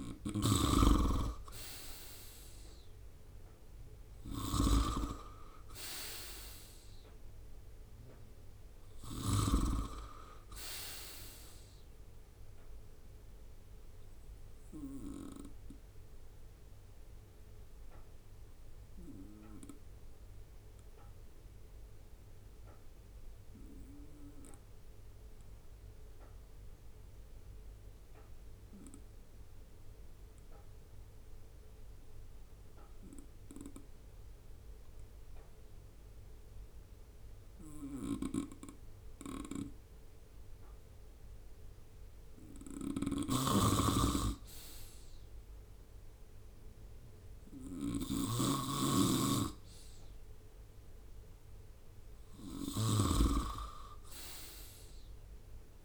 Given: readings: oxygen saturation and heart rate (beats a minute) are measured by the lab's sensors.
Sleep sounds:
breathing in sleep by a room microphone; 1
0.00-1.00 s: arousal
0.00-9.00 s: snoring (device-marked)
14.50-41.00 s: obstructive apnea (oxygen 96% before, 93% lowest, heart rate 72 before, 65 extreme, up 4 after)
27.50-43.50 s: oxygen desaturation (device-marked, oxygen 97% before, 93% lowest, heart rate 68 before, 65 extreme)
42.50-55.85 s: snoring (device-marked)
44.50-49.00 s: arousal
From the record:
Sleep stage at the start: REM sleep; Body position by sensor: on the right side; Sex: male

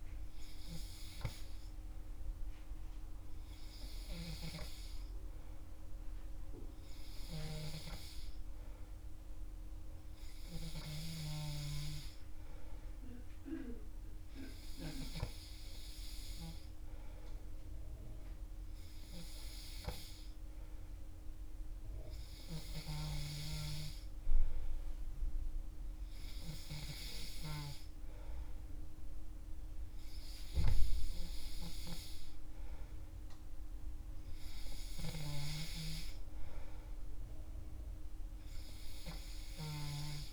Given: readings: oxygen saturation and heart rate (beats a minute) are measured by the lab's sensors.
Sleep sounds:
breathing in sleep by a room microphone; none
none scored
From the record:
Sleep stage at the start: N3 (deep sleep); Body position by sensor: on the back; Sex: male

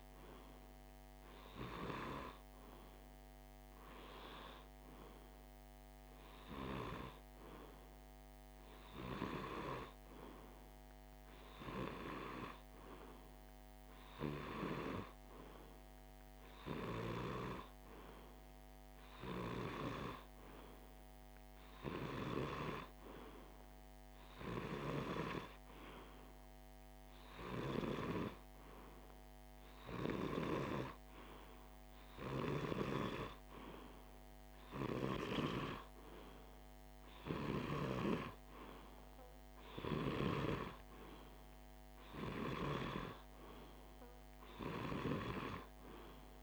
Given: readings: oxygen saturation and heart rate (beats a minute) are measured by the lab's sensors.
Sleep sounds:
breathing in sleep by a microphone on the trachea; none
none scored
From the record:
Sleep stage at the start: N2 (light sleep); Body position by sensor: on the left side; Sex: male

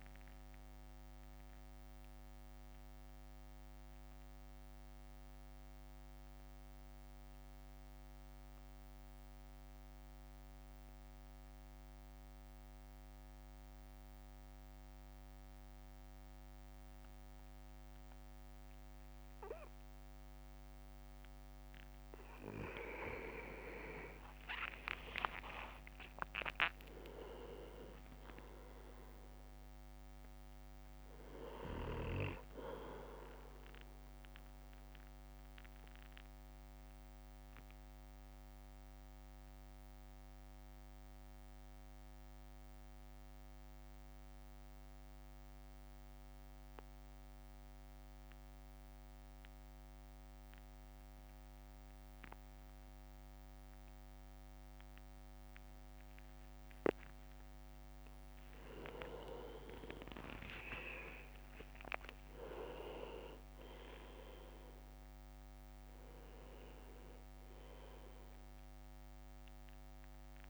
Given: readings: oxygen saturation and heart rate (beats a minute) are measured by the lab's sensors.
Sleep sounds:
breathing in sleep by a microphone on the trachea; 2
0.00-2.00 s: drop in pulse transit time (device-marked, heart rate 55 extreme)
1.00-22.50 s: mixed apnea (oxygen 100% before, 95% lowest, heart rate 63 before, 51 extreme, up 6 after)
24.00-27.00 s: leg movement (device-marked)
24.00-28.50 s: arousal
26.00-37.00 s: drop in pulse transit time (device-marked, heart rate 55 before, 51 extreme)
34.00-57.50 s: mixed apnea (oxygen 100% before, 96% lowest, heart rate 57 before, 52 extreme, up 9 after)
59.00-62.00 s: leg movement (device-marked)
59.00-63.50 s: arousal
60.00-70.50 s: drop in pulse transit time (device-marked, heart rate 54 before, 54 extreme)
From the record:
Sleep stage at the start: N2 (light sleep); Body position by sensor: on the back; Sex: male

